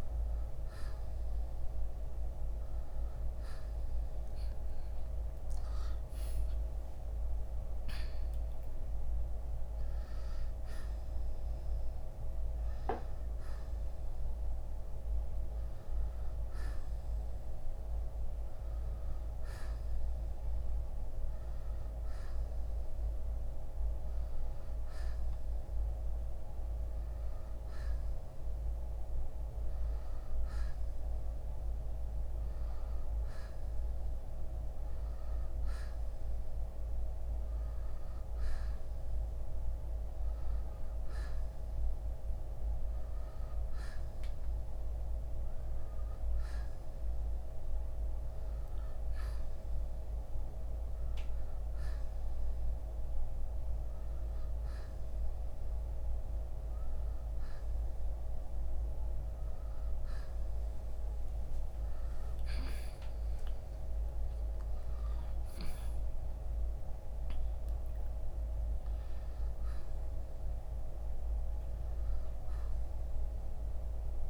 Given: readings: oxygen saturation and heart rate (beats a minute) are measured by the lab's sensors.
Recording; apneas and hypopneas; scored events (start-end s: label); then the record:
breathing in sleep, hard to hear, by a room microphone; none
none scored
From the record:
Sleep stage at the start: N1 (lightest sleep); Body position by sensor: on the right side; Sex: male